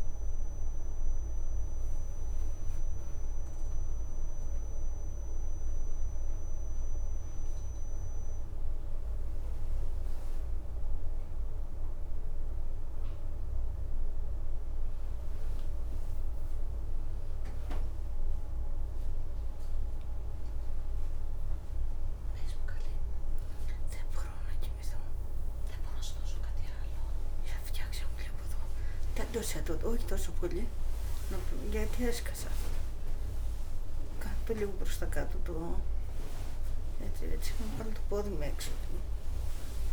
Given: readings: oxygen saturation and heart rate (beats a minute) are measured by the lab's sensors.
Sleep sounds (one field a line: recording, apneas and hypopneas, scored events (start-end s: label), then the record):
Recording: a person awake in a sleep study, by a room microphone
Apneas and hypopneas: none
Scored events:
1.50-39.93 s: new sleep stage, awake
8.00-10.50 s: leg movement (device-marked)
11.00-12.00 s: leg movement (device-marked)
15.50-18.00 s: leg movement (device-marked)
From the record:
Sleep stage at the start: N1 (lightest sleep)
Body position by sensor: on the back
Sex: female